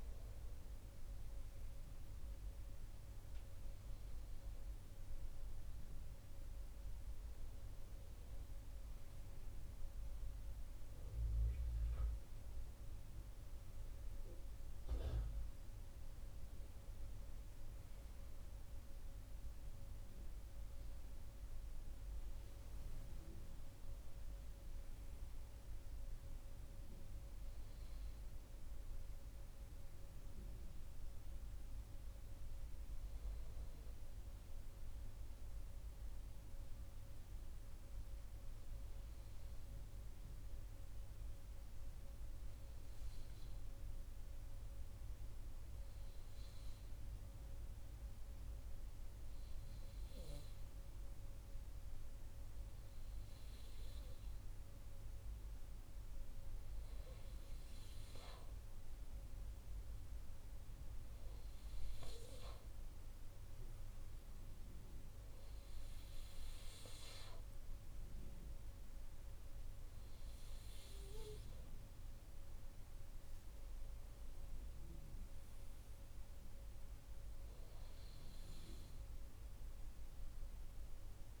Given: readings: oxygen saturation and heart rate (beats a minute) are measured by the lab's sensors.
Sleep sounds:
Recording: breathing in sleep, hard to hear, by a room microphone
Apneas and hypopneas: 1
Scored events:
24.50-28.50 s: arousal
36.00-58.50 s: obstructive apnea (oxygen 97% before, 95% lowest, heart rate 71 before, 70 extreme, up 3 after)
60.50-64.50 s: arousal
From the record:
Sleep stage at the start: N2 (light sleep)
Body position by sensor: on the right side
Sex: male

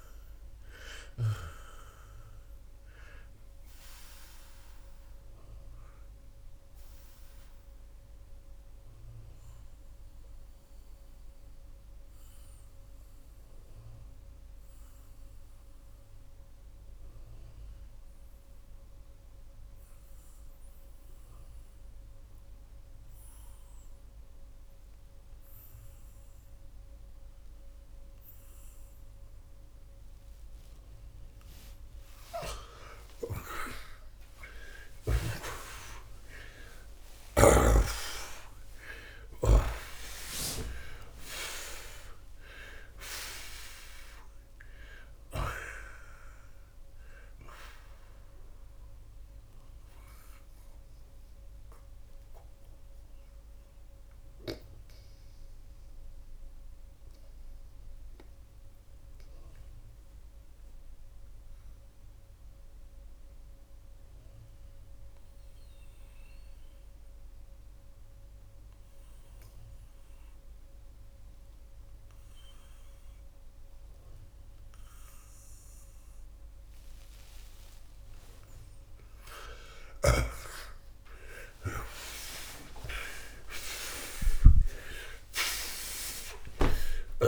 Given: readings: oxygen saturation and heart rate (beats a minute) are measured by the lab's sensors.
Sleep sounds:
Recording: breathing in sleep by a room microphone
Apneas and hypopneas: 2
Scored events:
0.00-30.50 s: oxygen desaturation (device-marked, oxygen 78% lowest)
6.00-31.00 s: mixed apnea (oxygen 93% before, 78% lowest)
32.50-37.00 s: snoring (device-marked)
33.00-37.50 s: arousal
39.50-70.50 s: oxygen desaturation (device-marked, oxygen 93% before, 78% lowest)
49.00-77.00 s: mixed apnea (oxygen 93% before, 78% lowest)
79.50-84.00 s: arousal
From the record:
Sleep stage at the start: N2 (light sleep)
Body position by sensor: on the back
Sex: male

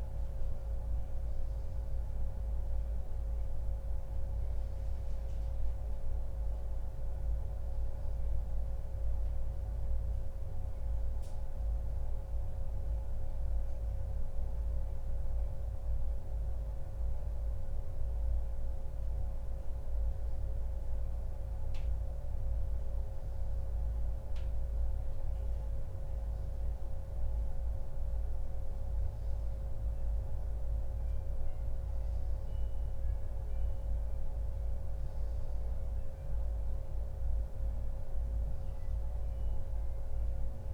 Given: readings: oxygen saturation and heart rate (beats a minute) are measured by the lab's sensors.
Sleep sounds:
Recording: breathing in sleep, hard to hear, by a room microphone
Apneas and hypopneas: none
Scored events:
none scored
From the record:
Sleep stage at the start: N1 (lightest sleep)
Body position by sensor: on the back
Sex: male

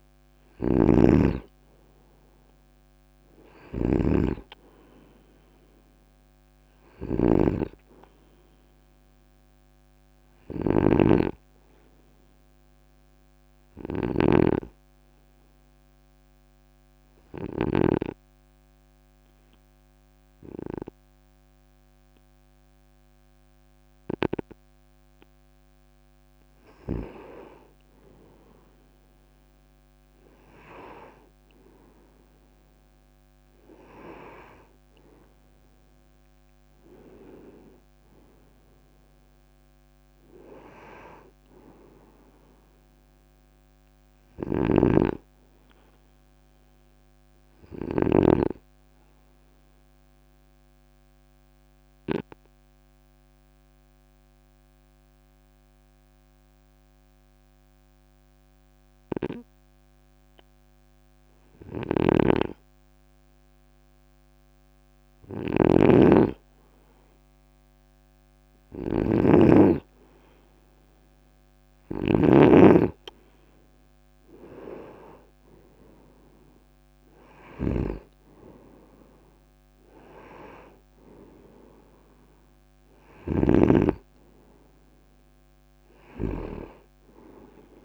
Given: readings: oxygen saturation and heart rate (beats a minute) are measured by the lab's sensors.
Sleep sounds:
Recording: breathing in sleep by a microphone on the trachea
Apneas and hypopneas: 2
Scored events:
0.00-14.00 s: snoring (device-marked)
7.00-10.50 s: arousal
14.50-25.00 s: obstructive apnea (oxygen 98% before, 94% lowest, heart rate 53 before, 50 extreme, up 6 after)
26.50-30.50 s: arousal
43.00-46.50 s: arousal
44.00-48.00 s: snoring (device-marked)
49.00-62.50 s: obstructive apnea (oxygen 98% before, 95% lowest, heart rate 55 before, 50 extreme, up 1 after)
61.50-72.00 s: snoring (device-marked)
66.50-70.00 s: arousal
From the record:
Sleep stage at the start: N2 (light sleep)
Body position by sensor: on the right side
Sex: male

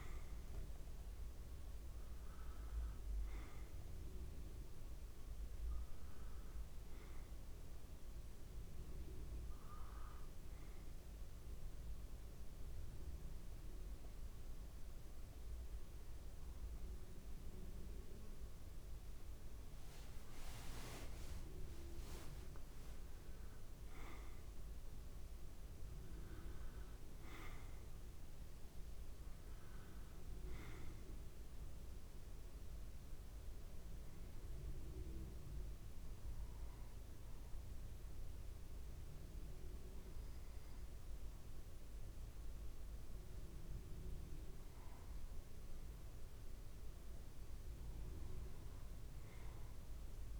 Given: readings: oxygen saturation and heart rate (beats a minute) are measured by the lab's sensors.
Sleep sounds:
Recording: breathing in sleep, hard to hear, by a room microphone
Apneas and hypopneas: 2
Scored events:
10.00-20.00 s: mixed apnea (oxygen 95% before, 91% lowest, heart rate 87 before, 52 extreme, up 56 after)
21.00-24.50 s: arousal
34.50-45.00 s: obstructive apnea (oxygen 95% before, 90% lowest, heart rate 70 before, 65 extreme)
48.00-50.40 s: arousal
From the record:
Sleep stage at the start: N2 (light sleep)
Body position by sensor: on the back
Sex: male

